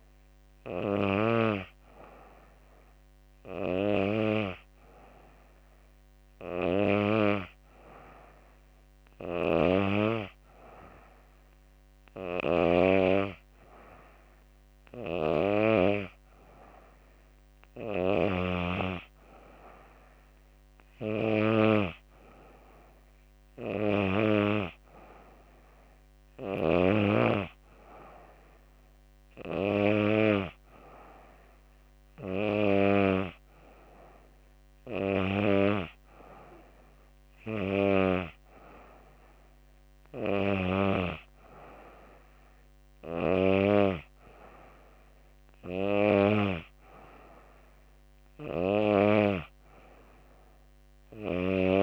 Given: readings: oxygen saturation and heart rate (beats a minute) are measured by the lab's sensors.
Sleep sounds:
breathing in sleep by a microphone on the trachea; none
none scored
From the record:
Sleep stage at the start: N2 (light sleep); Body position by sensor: on the back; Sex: female

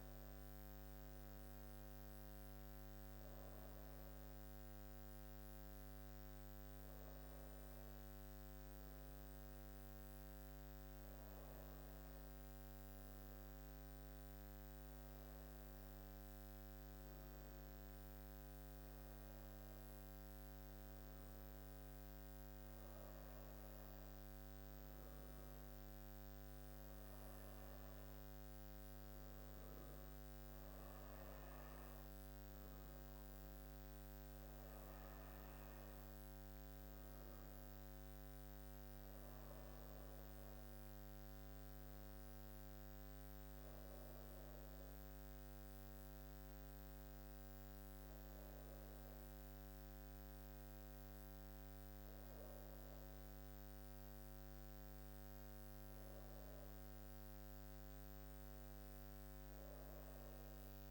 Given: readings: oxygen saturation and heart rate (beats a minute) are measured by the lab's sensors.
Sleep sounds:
breathing in sleep, hard to hear, by a microphone on the trachea; none
5.00-60.91 s: new sleep stage, N2 (light sleep)
From the record:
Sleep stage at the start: N1 (lightest sleep); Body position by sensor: on the back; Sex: female

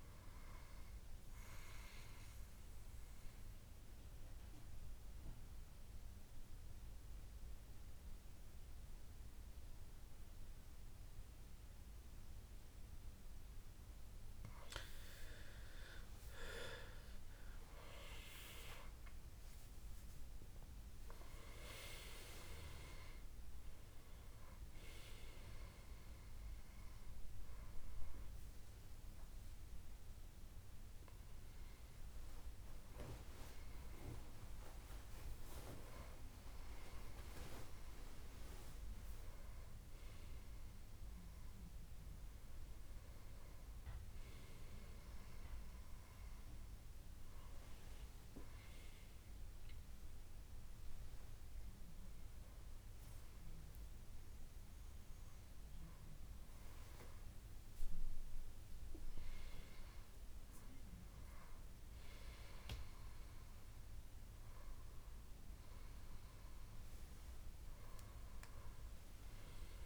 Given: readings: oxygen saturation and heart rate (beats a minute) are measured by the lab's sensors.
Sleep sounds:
breathing in sleep by a room microphone; 1
2.50-4.50 s: long interval between heartbeats (device-marked, heart rate 77 before, 72 extreme)
2.50-15.00 s: mixed apnea (oxygen 98% before, 91% lowest, heart rate 77 before, 66 extreme, up 17 after)
6.50-34.50 s: oxygen desaturation (device-marked, oxygen 97% before, 91% lowest, heart rate 76 before, 68 extreme)
18.00-22.00 s: arousal
47.50-51.00 s: arousal
From the record:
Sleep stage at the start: N2 (light sleep); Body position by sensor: on the back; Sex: male

